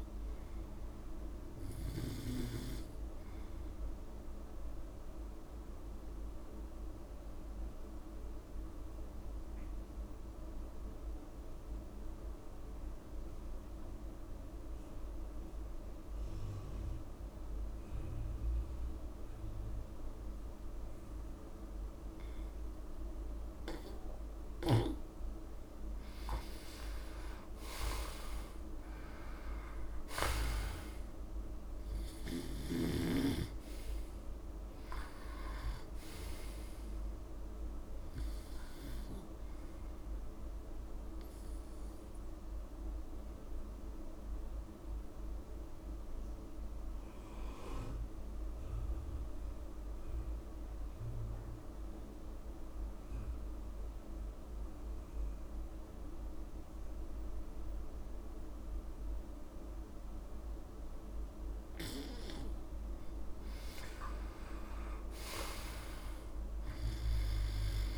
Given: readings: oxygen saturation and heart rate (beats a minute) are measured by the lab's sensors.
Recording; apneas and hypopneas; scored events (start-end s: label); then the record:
breathing in sleep by a room microphone; 2
0.00-13.50 s: oxygen desaturation (device-marked, oxygen 90% lowest)
5.00-23.50 s: obstructive apnea (oxygen 99% before, 89% lowest)
21.50-51.50 s: oxygen desaturation (device-marked, oxygen 98% before, 89% lowest)
27.50-31.00 s: arousal
41.50-62.50 s: obstructive apnea (oxygen 98% before, 89% lowest)
64.50-67.50 s: arousal
65.50-67.98 s: oxygen desaturation (device-marked, oxygen 98% before, 89% lowest)
From the record:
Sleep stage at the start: N2 (light sleep); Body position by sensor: on the back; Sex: male